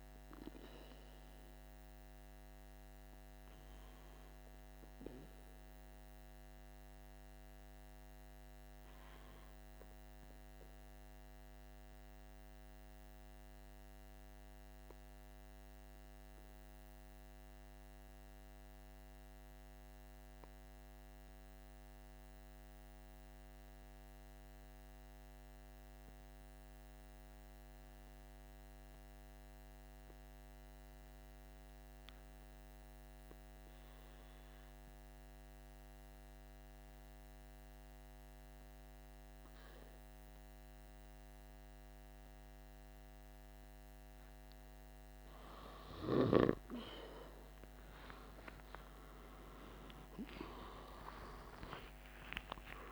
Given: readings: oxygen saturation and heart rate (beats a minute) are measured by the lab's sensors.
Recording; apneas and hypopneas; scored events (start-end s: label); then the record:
breathing in sleep by a microphone on the trachea; 1
0.00-21.00 s: oxygen desaturation (device-marked, oxygen 92% lowest, heart rate 44 extreme)
10.00-42.50 s: obstructive apnea (oxygen 97% before, 92% lowest, heart rate 48 before, 42 extreme, up 14 after)
47.50-52.50 s: arousal
From the record:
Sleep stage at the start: N2 (light sleep); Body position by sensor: on the back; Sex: male